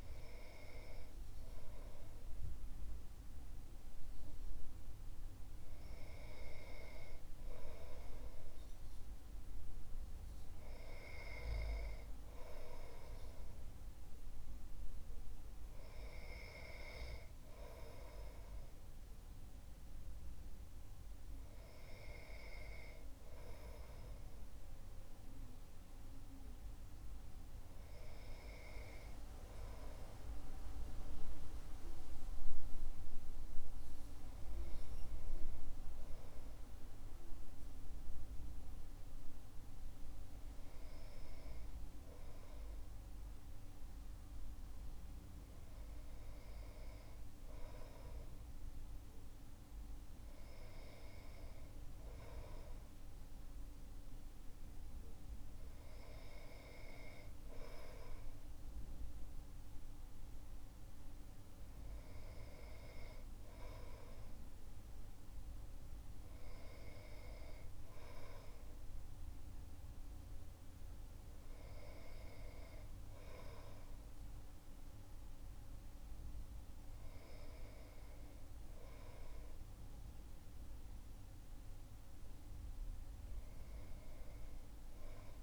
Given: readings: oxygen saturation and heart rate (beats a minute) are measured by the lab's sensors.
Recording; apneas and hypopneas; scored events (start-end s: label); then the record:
breathing in sleep by a room microphone; none
none scored
From the record:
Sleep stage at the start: N2 (light sleep); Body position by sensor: on the back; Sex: male